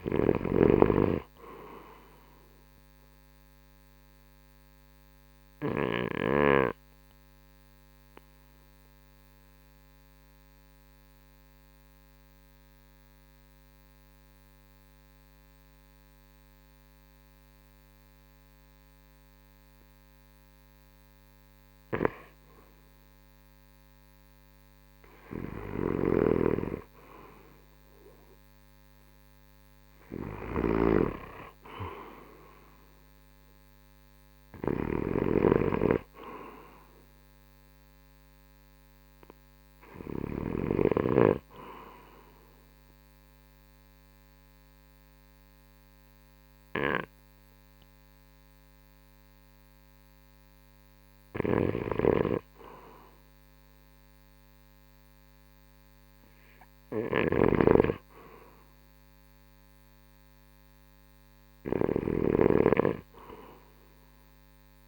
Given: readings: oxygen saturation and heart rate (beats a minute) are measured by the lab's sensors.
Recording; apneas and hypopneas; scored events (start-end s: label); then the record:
breathing in sleep by a microphone on the trachea; 2
0.00-2.00 s: drop in pulse transit time (device-marked, heart rate 67 extreme)
0.00-6.50 s: snoring (device-marked)
0.00-14.00 s: oxygen desaturation (device-marked, oxygen 82% lowest, heart rate 58 extreme)
3.50-21.00 s: central apnea (oxygen 94% before, 82% lowest, heart rate 70 before, 58 extreme, up 15 after)
24.00-28.50 s: arousal
26.00-35.00 s: snoring (device-marked)
29.00-43.00 s: drop in pulse transit time (device-marked, heart rate 64 before, 72 extreme)
30.00-55.00 s: oxygen desaturation (device-marked, oxygen 96% before, 82% lowest, heart rate 64 before, 65 extreme)
42.00-52.00 s: obstructive apnea (oxygen 96% before, 81% lowest, heart rate 73 before, 68 extreme, up 3 after)
51.50-64.88 s: snoring (device-marked)
58.50-63.00 s: arousal
From the record:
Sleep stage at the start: REM sleep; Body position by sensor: on the right side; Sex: male